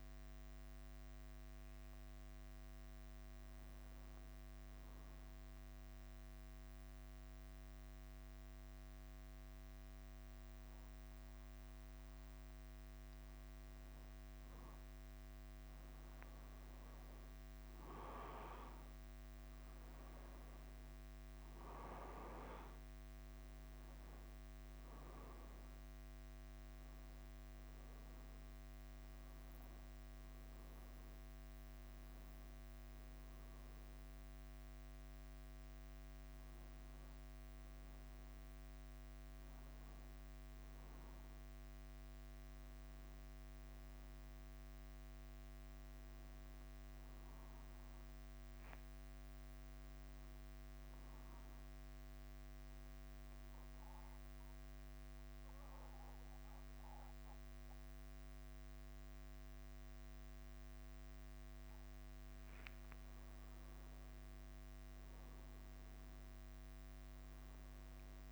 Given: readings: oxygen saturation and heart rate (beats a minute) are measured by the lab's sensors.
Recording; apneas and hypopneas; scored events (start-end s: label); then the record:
breathing in sleep, hard to hear, by a microphone on the trachea; 2
0.00-68.32 s: bradycardia (device-marked, heart rate 44 extreme)
4.00-14.50 s: obstructive apnea (oxygen 99% before, 95% lowest, heart rate 49 before, 49 extreme, up 2 after)
17.00-20.50 s: arousal
51.00-62.50 s: central apnea (oxygen 97% before, 96% lowest, heart rate 50 before, 47 extreme, up 2 after)
64.50-68.00 s: arousal
From the record:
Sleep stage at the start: N2 (light sleep); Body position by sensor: on the back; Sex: male